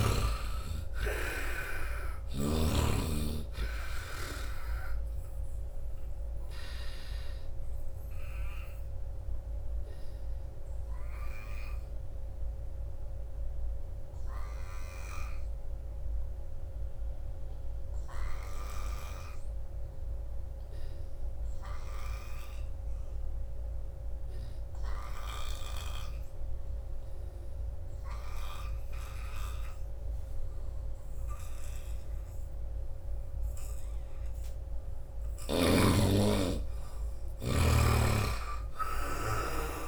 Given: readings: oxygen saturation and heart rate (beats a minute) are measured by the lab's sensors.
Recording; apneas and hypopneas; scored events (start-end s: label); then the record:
breathing in sleep by a room microphone; 1
0.00-20.00 s: oxygen desaturation (device-marked, oxygen 72% lowest, heart rate 72 extreme)
6.50-34.50 s: obstructive apnea (oxygen 97% before, 72% lowest, heart rate 80 before, 78 extreme, up 9 after)
27.00-39.88 s: oxygen desaturation (device-marked, oxygen 98% before, 77% lowest, heart rate 84 before, 76 extreme)
36.00-39.88 s: arousal
37.50-39.88 s: snoring (device-marked)
From the record:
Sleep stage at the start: N2 (light sleep); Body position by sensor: on the right side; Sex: male